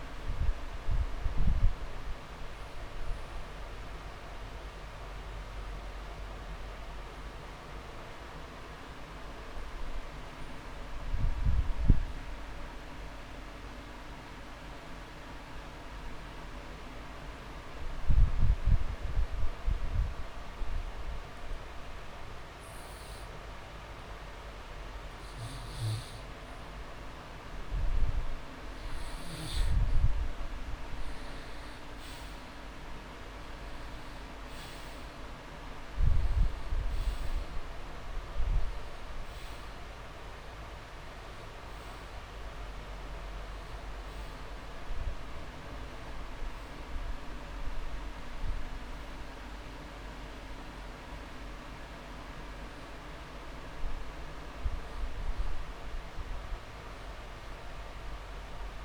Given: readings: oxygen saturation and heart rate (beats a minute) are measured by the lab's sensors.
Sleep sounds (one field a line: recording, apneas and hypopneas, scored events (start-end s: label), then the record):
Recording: breathing in sleep, hard to hear, by a room microphone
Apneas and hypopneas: 1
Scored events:
0.00-32.50 s: oxygen desaturation (device-marked, oxygen 91% lowest)
2.00-28.00 s: obstructive apnea (oxygen 99% before, 90% lowest)
6.00-8.00 s: long interval between heartbeats (device-marked)
14.00-16.00 s: long interval between heartbeats (device-marked)
22.50-24.50 s: long interval between heartbeats (device-marked)
30.00-32.00 s: long interval between heartbeats (device-marked)
34.50-38.50 s: arousal
37.00-39.00 s: long interval between heartbeats (device-marked)
44.50-58.85 s: oxygen desaturation (device-marked, oxygen 99% before, 90% lowest)
48.00-50.00 s: long interval between heartbeats (device-marked)
From the record:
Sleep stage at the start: N2 (light sleep)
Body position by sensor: on the back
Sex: male